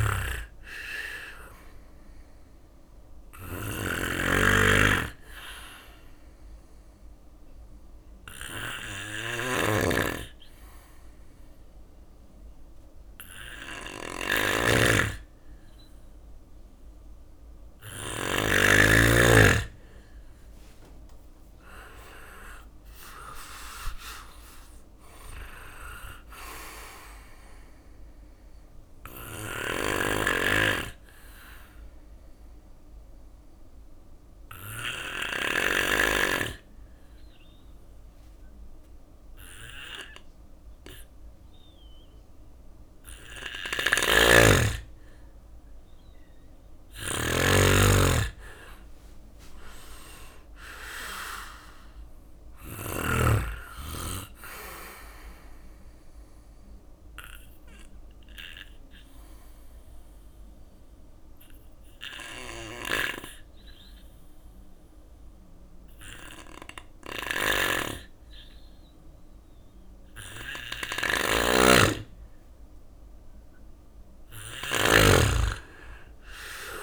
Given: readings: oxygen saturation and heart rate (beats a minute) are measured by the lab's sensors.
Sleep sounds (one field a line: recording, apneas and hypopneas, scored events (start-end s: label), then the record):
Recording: breathing in sleep by a room microphone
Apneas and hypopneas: 3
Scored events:
0.00-7.50 s: drop in pulse transit time (device-marked, heart rate 65 extreme)
0.00-16.50 s: oxygen desaturation (device-marked, oxygen 92% lowest, heart rate 63 extreme)
0.00-17.50 s: snoring (device-marked)
3.00-16.50 s: hypopnea (oxygen 98% before, 92% lowest, heart rate 68 before, 63 extreme, up 8 after)
19.50-23.50 s: arousal
20.50-31.50 s: drop in pulse transit time (device-marked, heart rate 67 before, 66 extreme)
25.50-44.50 s: oxygen desaturation (device-marked, oxygen 97% before, 93% lowest, heart rate 67 before, 63 extreme)
28.50-34.50 s: snoring (device-marked)
28.50-44.00 s: obstructive apnea (oxygen 97% before, 91% lowest, heart rate 68 before, 63 extreme, up 6 after)
43.00-52.50 s: snoring (device-marked)
46.00-49.50 s: arousal
47.50-59.50 s: drop in pulse transit time (device-marked, heart rate 67 before, 64 extreme)
51.50-72.50 s: oxygen desaturation (device-marked, oxygen 97% before, 92% lowest, heart rate 67 before, 63 extreme)
54.00-70.00 s: obstructive apnea (oxygen 97% before, 91% lowest, heart rate 67 before, 63 extreme, up 6 after)
62.00-76.83 s: snoring (device-marked)
71.50-74.50 s: arousal
From the record:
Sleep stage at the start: N2 (light sleep)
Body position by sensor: on the back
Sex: male